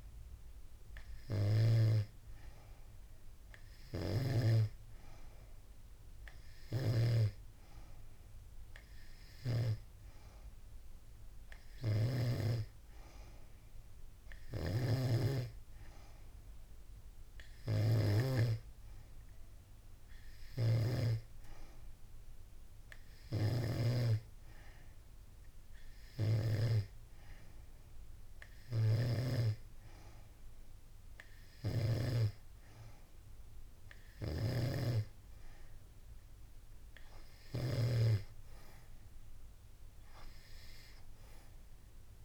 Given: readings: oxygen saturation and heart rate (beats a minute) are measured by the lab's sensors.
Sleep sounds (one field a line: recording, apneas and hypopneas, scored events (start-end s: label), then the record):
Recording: breathing in sleep by a room microphone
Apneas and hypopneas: none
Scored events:
11.00-14.50 s: snoring (device-marked)
22.50-37.00 s: snoring (device-marked)
From the record:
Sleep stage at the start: N3 (deep sleep)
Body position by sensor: on the back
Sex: female